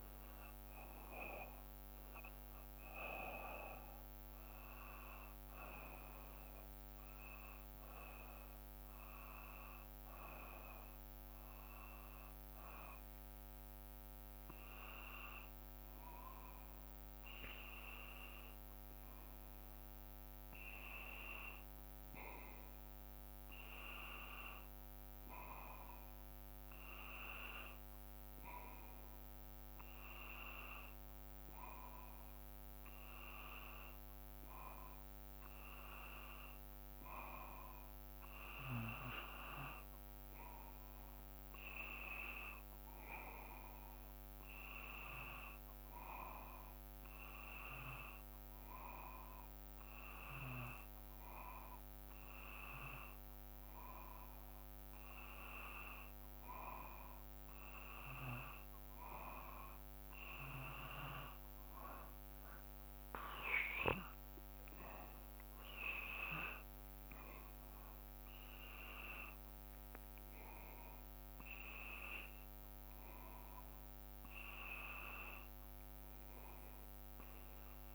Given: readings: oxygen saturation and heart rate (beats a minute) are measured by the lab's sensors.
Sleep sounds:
breathing in sleep by a microphone on the trachea; none
none scored
From the record:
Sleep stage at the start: N2 (light sleep); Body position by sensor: on the back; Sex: male

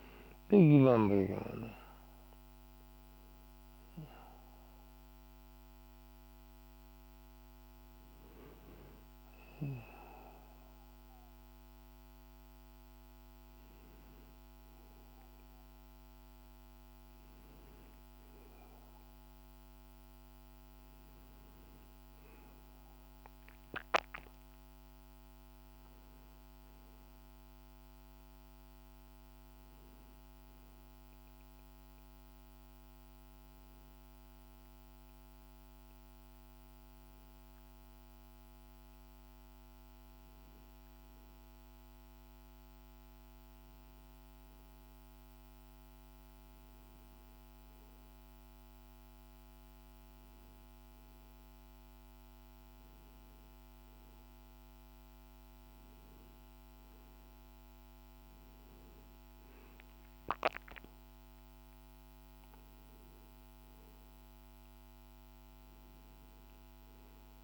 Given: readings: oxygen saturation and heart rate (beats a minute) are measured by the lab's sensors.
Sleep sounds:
a person partly awake in a sleep study, by a microphone on the trachea; none
21.50-67.44 s: new sleep stage, N1 (lightest sleep)
From the record:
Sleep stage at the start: awake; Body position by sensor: on the back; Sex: male

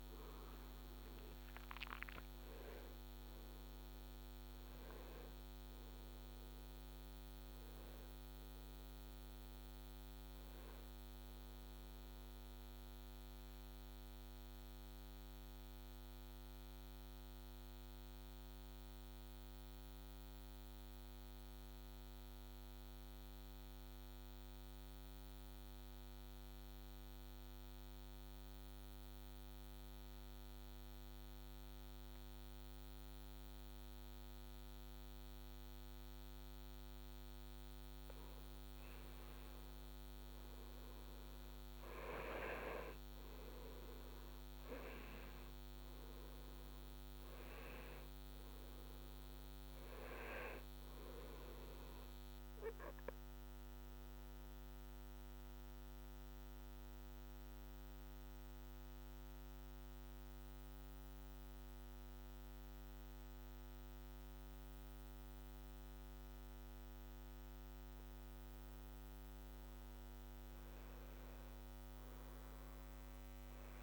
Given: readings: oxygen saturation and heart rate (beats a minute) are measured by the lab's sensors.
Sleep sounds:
breathing in sleep, hard to hear, by a microphone on the trachea; 2
0.00-30.50 s: oxygen desaturation (device-marked, oxygen 85% lowest, heart rate 62 extreme)
12.00-36.00 s: mixed apnea (oxygen 98% before, 85% lowest, heart rate 75 before, 62 extreme, up 7 after)
37.00-41.50 s: arousal
44.50-67.50 s: oxygen desaturation (device-marked, oxygen 98% before, 90% lowest, heart rate 64 before, 62 extreme)
53.00-68.50 s: obstructive apnea (oxygen 99% before, 90% lowest, heart rate 66 before, 62 extreme, up 4 after)
66.50-73.83 s: new sleep stage, N1 (lightest sleep)
70.00-73.83 s: arousal
From the record:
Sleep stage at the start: N2 (light sleep); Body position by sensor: on the back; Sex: male

